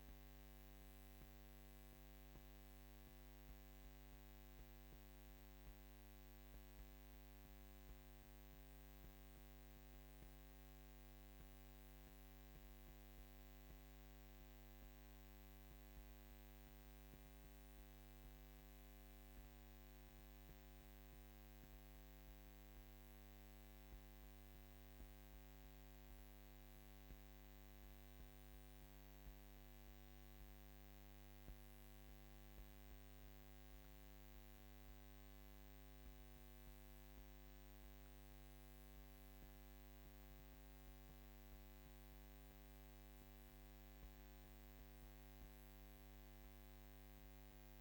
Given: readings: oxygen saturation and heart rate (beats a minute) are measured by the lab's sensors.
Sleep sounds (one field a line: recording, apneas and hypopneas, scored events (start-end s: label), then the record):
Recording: breathing in sleep, hard to hear, by a microphone on the trachea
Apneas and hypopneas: 1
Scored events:
5.00-36.50 s: hypopnea (oxygen 97% before, 95% lowest, heart rate 57 before, 52 extreme, up 6 after)
38.50-42.50 s: arousal
From the record:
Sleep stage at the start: N2 (light sleep)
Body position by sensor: on the back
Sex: female